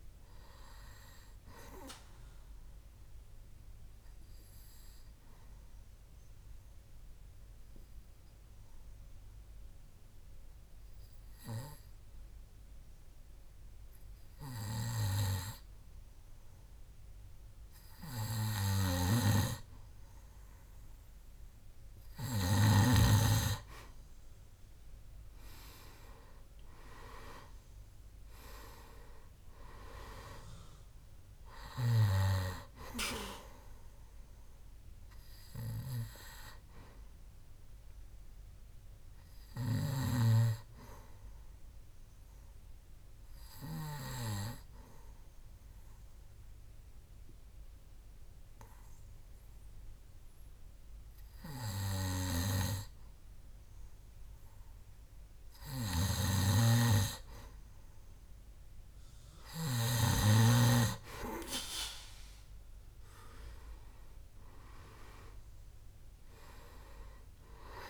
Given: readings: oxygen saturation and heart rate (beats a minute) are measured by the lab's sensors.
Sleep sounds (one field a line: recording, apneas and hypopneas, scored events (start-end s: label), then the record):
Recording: breathing in sleep by a room microphone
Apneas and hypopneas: 2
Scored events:
0.00-7.50 s: oxygen desaturation (device-marked, oxygen 93% lowest, heart rate 67 extreme)
4.50-22.00 s: obstructive apnea (oxygen 98% before, 91% lowest, heart rate 72 before, 67 extreme, up 6 after)
19.00-23.00 s: snoring (device-marked)
22.50-49.50 s: oxygen desaturation (device-marked, oxygen 98% before, 91% lowest, heart rate 68 before, 67 extreme)
25.00-28.50 s: arousal
41.50-56.50 s: obstructive apnea (oxygen 98% before, 92% lowest, heart rate 70 before, 67 extreme, up 2 after)
56.00-60.00 s: snoring (device-marked)
59.50-67.90 s: oxygen desaturation (device-marked, oxygen 98% before, 92% lowest, heart rate 69 before, 65 extreme)
62.50-66.50 s: arousal
From the record:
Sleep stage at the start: N2 (light sleep)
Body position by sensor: on the back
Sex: male